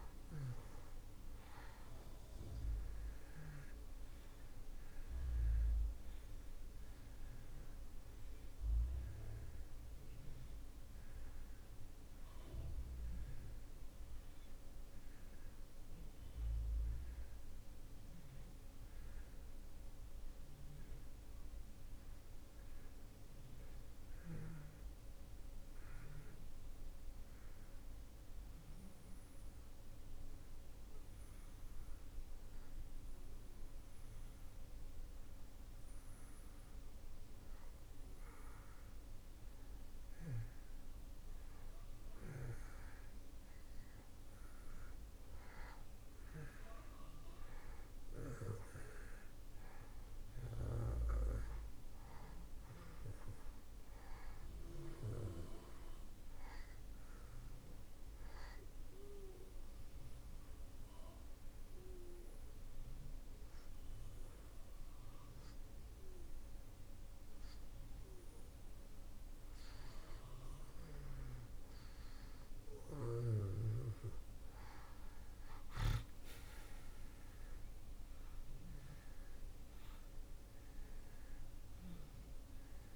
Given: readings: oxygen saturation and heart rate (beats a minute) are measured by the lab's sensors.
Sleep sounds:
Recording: breathing in sleep by a room microphone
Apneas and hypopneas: 2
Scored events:
0.00-2.00 s: arousal
9.00-34.00 s: oxygen desaturation (device-marked, oxygen 93% before, 87% lowest)
25.50-37.50 s: obstructive apnea (oxygen 93% before, 88% lowest)
40.00-43.50 s: arousal
51.00-70.00 s: oxygen desaturation (device-marked, oxygen 95% before, 89% lowest)
57.50-70.50 s: obstructive apnea (oxygen 95% before, 87% lowest)
72.50-76.50 s: arousal
From the record:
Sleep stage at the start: N2 (light sleep)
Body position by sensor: on the back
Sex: male

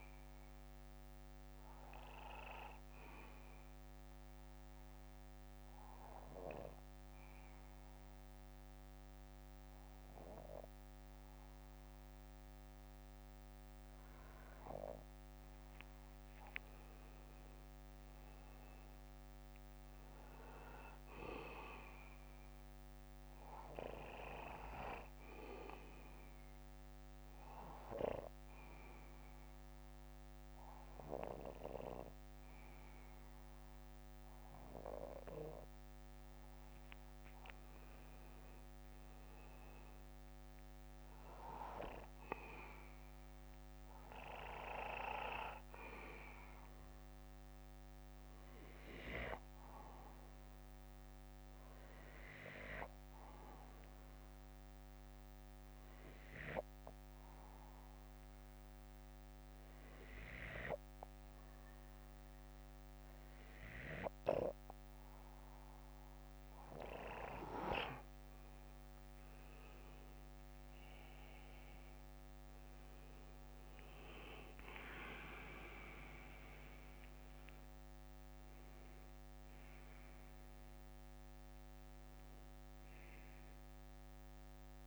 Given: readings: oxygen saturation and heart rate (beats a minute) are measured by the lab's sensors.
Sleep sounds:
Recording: breathing in sleep by a microphone on the trachea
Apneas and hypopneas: 3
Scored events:
0.00-4.50 s: bradycardia (device-marked, heart rate 57 extreme)
3.00-15.00 s: obstructive apnea (oxygen 97% before, 93% lowest, heart rate 63 before, 52 extreme, up 16 after)
5.50-13.50 s: bradycardia (device-marked, heart rate 61 before, 52 extreme)
17.00-21.00 s: arousal
20.50-37.50 s: bradycardia (device-marked, heart rate 61 before, 52 extreme)
24.50-37.50 s: obstructive apnea (oxygen 97% before, 92% lowest, heart rate 59 before, 52 extreme, up 16 after)
37.50-41.50 s: arousal
43.50-53.50 s: bradycardia (device-marked, heart rate 60 before, 53 extreme)
49.00-67.50 s: obstructive apnea (oxygen 97% before, 92% lowest, heart rate 60 before, 52 extreme, up 17 after)
54.50-61.50 s: bradycardia (device-marked, heart rate 60 before, 52 extreme)
70.50-74.50 s: arousal
From the record:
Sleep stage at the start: N2 (light sleep)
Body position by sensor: on the back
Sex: male

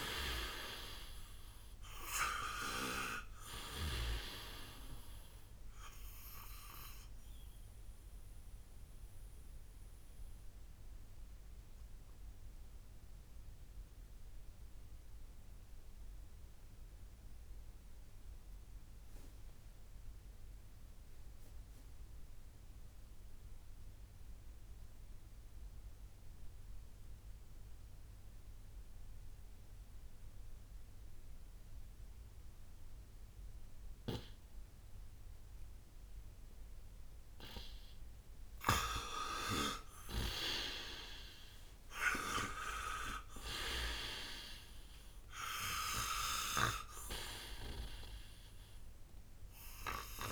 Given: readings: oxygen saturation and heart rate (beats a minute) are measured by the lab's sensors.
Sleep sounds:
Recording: breathing in sleep by a room microphone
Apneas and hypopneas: 1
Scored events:
0.00-4.00 s: snoring (device-marked)
0.00-25.50 s: oxygen desaturation (device-marked, oxygen 83% lowest, heart rate 56 extreme)
7.00-36.00 s: obstructive apnea (oxygen 99% before, 83% lowest, heart rate 68 before, 56 extreme, up 24 after)
38.50-42.50 s: arousal
40.00-46.50 s: snoring (device-marked)
40.50-50.32 s: oxygen desaturation (device-marked, oxygen 98% before, 87% lowest, heart rate 65 before, 57 extreme)
From the record:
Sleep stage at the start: N2 (light sleep)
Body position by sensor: on the right side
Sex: male

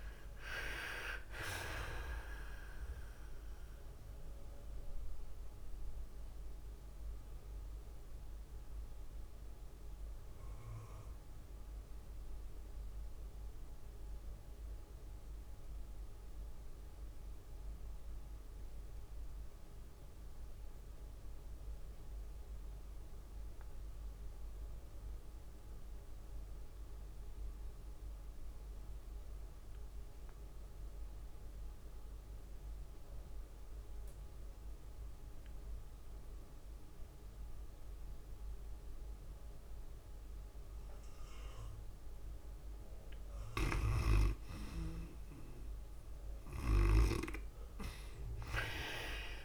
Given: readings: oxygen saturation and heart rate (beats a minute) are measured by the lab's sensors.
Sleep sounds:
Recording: breathing in sleep by a room microphone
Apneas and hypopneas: 1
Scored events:
0.00-12.50 s: drop in pulse transit time (device-marked, heart rate 106 extreme)
0.00-16.50 s: oxygen desaturation (device-marked, oxygen 65% lowest, heart rate 100 extreme)
0.00-38.50 s: tachycardia (device-marked, heart rate 115 extreme)
3.50-43.00 s: mixed apnea (oxygen 94% before, 61% lowest, heart rate 104 before, 96 extreme, up 2 after)
18.50-49.45 s: oxygen desaturation (device-marked, oxygen 98% before, 61% lowest, heart rate 112 before, 96 extreme)
45.00-48.50 s: arousal
47.50-49.45 s: tachycardia (device-marked, heart rate 105 before, 116 extreme)
From the record:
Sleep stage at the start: REM sleep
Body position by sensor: on the back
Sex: female

